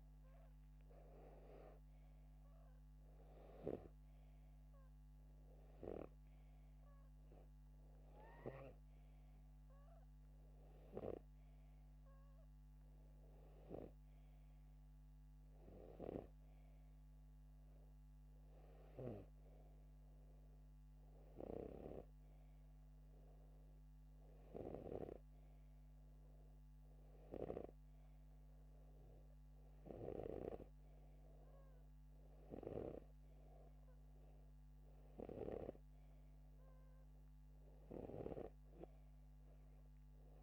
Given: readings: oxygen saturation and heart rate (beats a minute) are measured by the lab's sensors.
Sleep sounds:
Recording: breathing in sleep by a microphone on the trachea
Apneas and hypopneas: none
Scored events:
none scored
From the record:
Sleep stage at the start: N2 (light sleep)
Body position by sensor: upright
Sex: male

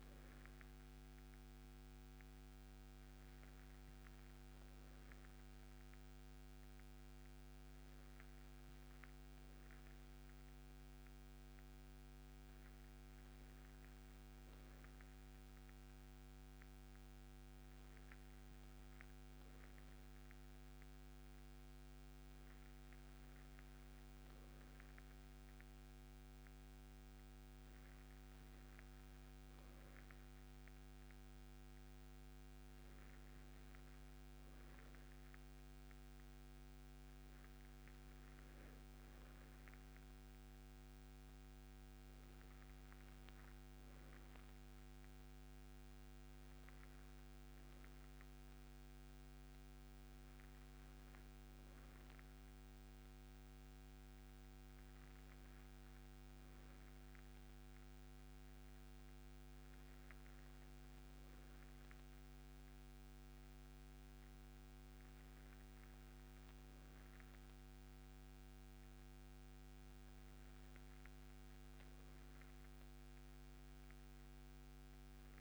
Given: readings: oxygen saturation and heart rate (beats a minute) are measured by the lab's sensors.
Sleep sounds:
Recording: breathing in sleep, hard to hear, by a microphone on the trachea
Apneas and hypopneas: none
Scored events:
none scored
From the record:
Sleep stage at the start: N2 (light sleep)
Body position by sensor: on the right side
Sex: male

